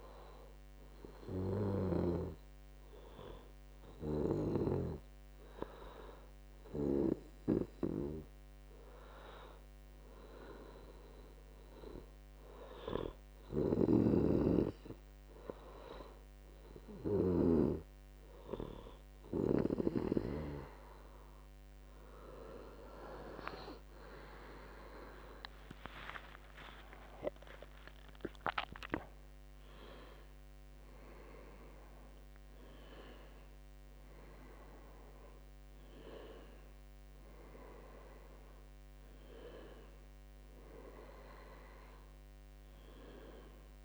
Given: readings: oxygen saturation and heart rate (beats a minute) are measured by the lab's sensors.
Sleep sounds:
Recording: a person awake in a sleep study, by a microphone on the trachea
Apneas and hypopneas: none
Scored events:
23.00-28.00 s: tachycardia (device-marked, heart rate 49 before, 117 extreme)
30.00-43.85 s: new sleep stage, N1 (lightest sleep)
From the record:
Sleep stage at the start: awake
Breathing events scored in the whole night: 176 in 3.6 hours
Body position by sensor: on the back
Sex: male

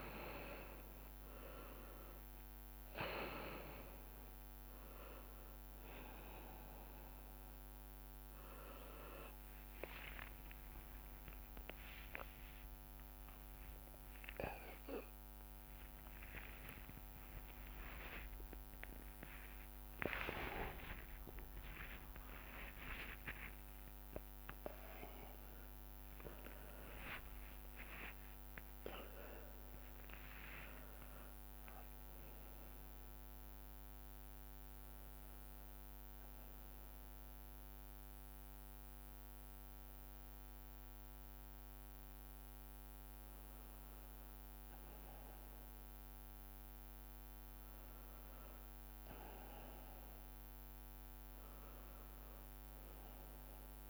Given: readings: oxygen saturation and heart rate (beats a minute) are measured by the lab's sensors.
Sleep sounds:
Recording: a person awake in a sleep study, by a microphone on the trachea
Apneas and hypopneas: none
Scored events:
0.00-7.00 s: bradycardia (device-marked, heart rate 56 extreme)
0.00-23.00 s: oxygen desaturation (device-marked, oxygen 91% lowest)
10.50-12.50 s: long interval between heartbeats (device-marked, heart rate 56 before, 88 extreme)
13.00-43.00 s: new sleep stage, awake
14.00-40.00 s: bradycardia (device-marked, heart rate 56 before, 39 extreme)
18.00-20.00 s: long interval between heartbeats (device-marked, heart rate 68 before, 39 extreme)
20.00-22.00 s: long interval between heartbeats (device-marked, heart rate 66 before, 51 extreme)
42.00-46.00 s: bradycardia (device-marked)
43.00-53.90 s: new sleep stage, N1 (lightest sleep)
From the record:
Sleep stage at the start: N2 (light sleep)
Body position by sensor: on the left side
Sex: male

